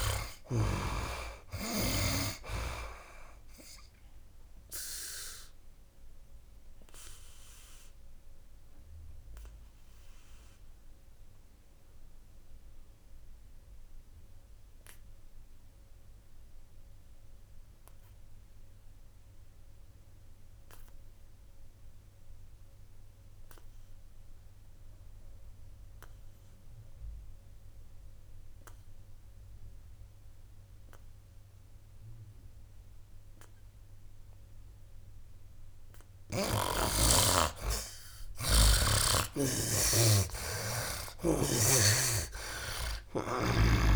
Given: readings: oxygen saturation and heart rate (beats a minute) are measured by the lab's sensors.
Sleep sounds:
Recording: breathing in sleep by a room microphone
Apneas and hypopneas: 1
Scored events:
0.00-26.50 s: oxygen desaturation (device-marked, oxygen 72% lowest, heart rate 62 extreme)
6.00-36.00 s: obstructive apnea (oxygen 98% before, 71% lowest, heart rate 73 before, 62 extreme, up 17 after)
28.50-43.96 s: oxygen desaturation (device-marked, oxygen 98% before, 71% lowest, heart rate 68 before, 65 extreme)
42.50-43.96 s: arousal
From the record:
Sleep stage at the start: N2 (light sleep)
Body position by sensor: on the back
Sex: male

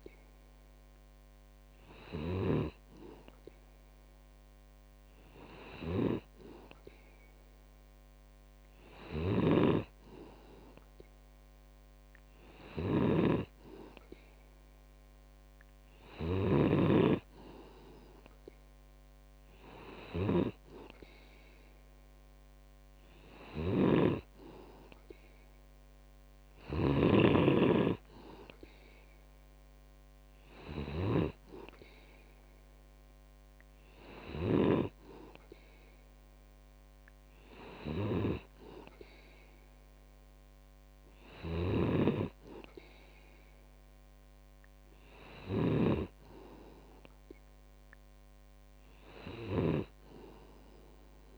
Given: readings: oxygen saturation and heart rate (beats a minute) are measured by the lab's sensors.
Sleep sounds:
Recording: breathing in sleep by a microphone on the trachea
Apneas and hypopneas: none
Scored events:
9.00-17.00 s: snoring (device-marked)
23.50-35.00 s: snoring (device-marked)
41.50-51.38 s: snoring (device-marked)
From the record:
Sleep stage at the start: N2 (light sleep)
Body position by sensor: on the back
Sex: male

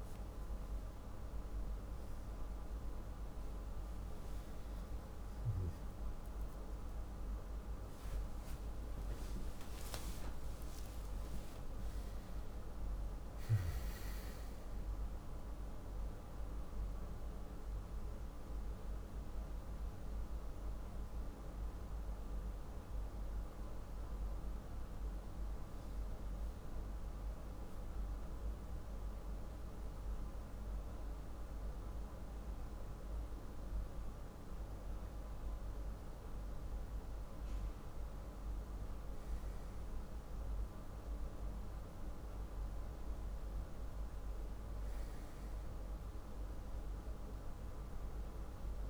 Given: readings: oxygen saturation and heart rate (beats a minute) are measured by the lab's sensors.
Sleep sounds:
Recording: breathing in sleep, hard to hear, by a room microphone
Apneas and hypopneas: 1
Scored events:
0.50-30.50 s: new sleep stage, N1 (lightest sleep)
5.00-12.00 s: arousal
23.50-37.00 s: hypopnea (oxygen 97% before, 94% lowest, heart rate 85 before, 44 extreme, up 3 after)
30.50-48.89 s: new sleep stage, N2 (light sleep)
39.00-43.00 s: arousal
46.50-48.89 s: oxygen desaturation (device-marked, oxygen 98% before, 94% lowest, heart rate 45 before, 43 extreme)
From the record:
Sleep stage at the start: N2 (light sleep)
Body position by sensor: on the back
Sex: male

